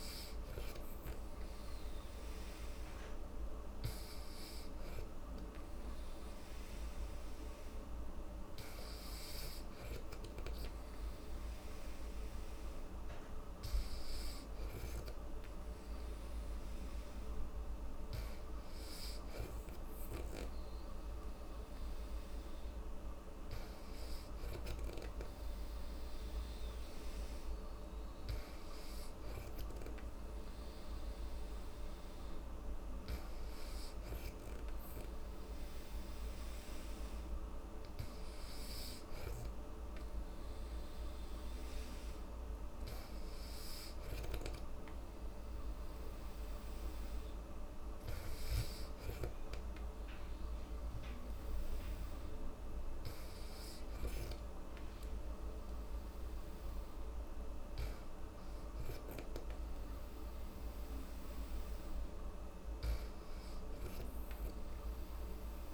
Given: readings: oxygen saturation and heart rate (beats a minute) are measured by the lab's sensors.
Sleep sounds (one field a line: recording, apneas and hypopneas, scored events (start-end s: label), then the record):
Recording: breathing in sleep, hard to hear, by a room microphone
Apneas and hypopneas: none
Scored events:
none scored
From the record:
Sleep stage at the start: N2 (light sleep)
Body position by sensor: on the back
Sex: female